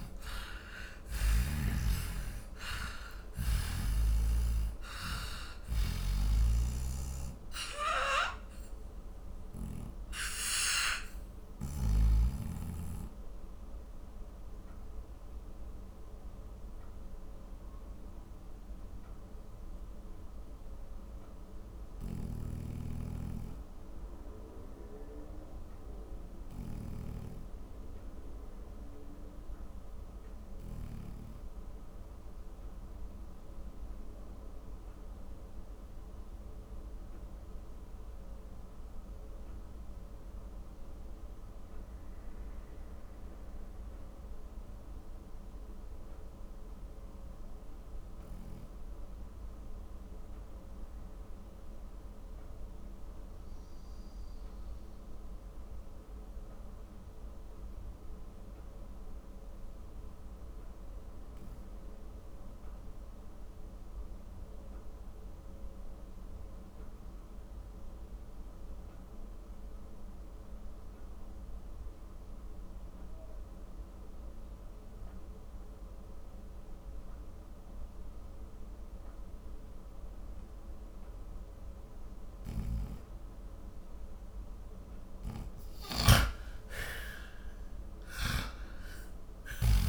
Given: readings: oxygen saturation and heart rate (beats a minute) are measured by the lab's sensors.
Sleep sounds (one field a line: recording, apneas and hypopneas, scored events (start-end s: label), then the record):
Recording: breathing in sleep by a room microphone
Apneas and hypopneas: 1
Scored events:
0.00-39.00 s: oxygen desaturation (device-marked, oxygen 86% lowest, heart rate 39 extreme)
6.00-12.00 s: snoring (device-marked)
13.00-85.50 s: obstructive apnea (oxygen 98% before, 86% lowest, heart rate 65 before, 37 extreme, up 26 after)
76.00-89.89 s: oxygen desaturation (device-marked, oxygen 97% before, 86% lowest, heart rate 46 before, 36 extreme)
86.00-89.89 s: snoring (device-marked)
86.50-89.89 s: arousal
From the record:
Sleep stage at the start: N2 (light sleep)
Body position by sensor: on the back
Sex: male